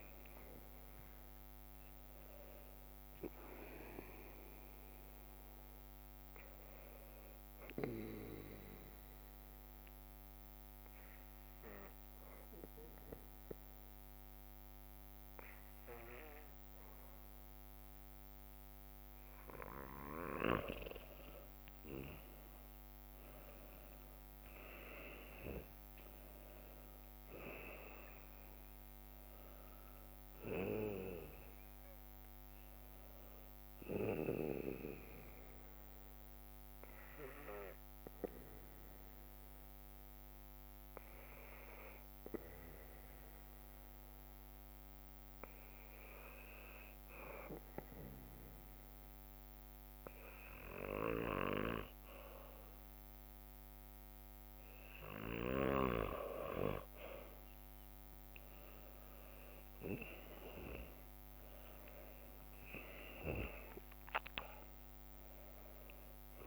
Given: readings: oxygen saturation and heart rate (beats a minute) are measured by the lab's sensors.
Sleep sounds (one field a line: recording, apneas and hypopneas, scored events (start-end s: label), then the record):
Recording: breathing in sleep by a microphone on the trachea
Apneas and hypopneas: 2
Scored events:
0.00-1.00 s: leg movement (device-marked)
0.00-7.00 s: drop in pulse transit time (device-marked, heart rate 58 extreme)
2.50-9.50 s: leg movement (device-marked)
3.00-22.00 s: bradycardia (device-marked, heart rate 60 before, 55 extreme)
5.00-19.50 s: hypopnea (oxygen 100% before, 94% lowest, heart rate 61 before, 55 extreme, up 9 after)
11.00-16.00 s: leg movement (device-marked)
17.50-23.50 s: leg movement (device-marked)
22.00-26.50 s: arousal
23.00-44.00 s: oxygen desaturation (device-marked, oxygen 98% before, 94% lowest, heart rate 57 before, 56 extreme)
25.50-28.00 s: leg movement (device-marked)
29.00-31.00 s: leg movement (device-marked)
32.00-56.00 s: bradycardia (device-marked, heart rate 59 before, 56 extreme)
32.50-33.50 s: leg movement (device-marked)
33.50-53.00 s: hypopnea (oxygen 98% before, 94% lowest, heart rate 59 before, 56 extreme, up 5 after)
36.50-46.00 s: leg movement (device-marked)
38.00-58.00 s: drop in pulse transit time (device-marked, heart rate 60 before, 56 extreme)
56.00-66.47 s: oxygen desaturation (device-marked, oxygen 99% before, 94% lowest, heart rate 57 before, 57 extreme)
57.50-61.50 s: leg movement (device-marked)
58.00-63.50 s: arousal
From the record:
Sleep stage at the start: N2 (light sleep)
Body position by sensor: on the back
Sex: male